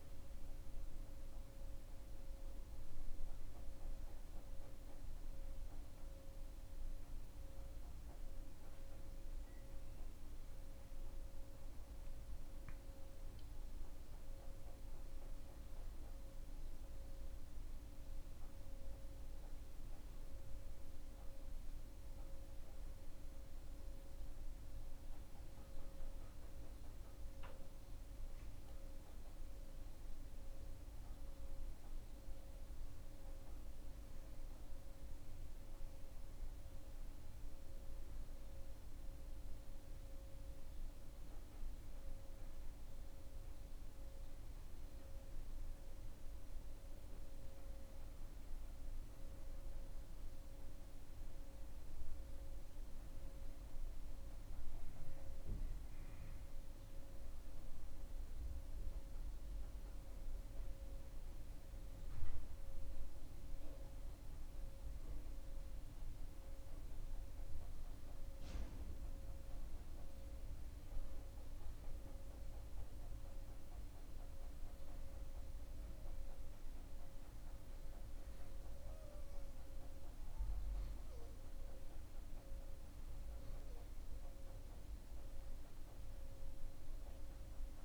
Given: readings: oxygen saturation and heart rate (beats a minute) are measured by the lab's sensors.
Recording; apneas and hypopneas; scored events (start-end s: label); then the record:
breathing in sleep, hard to hear, by a room microphone; none
none scored
From the record:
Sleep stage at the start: N2 (light sleep); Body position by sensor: on the back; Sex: male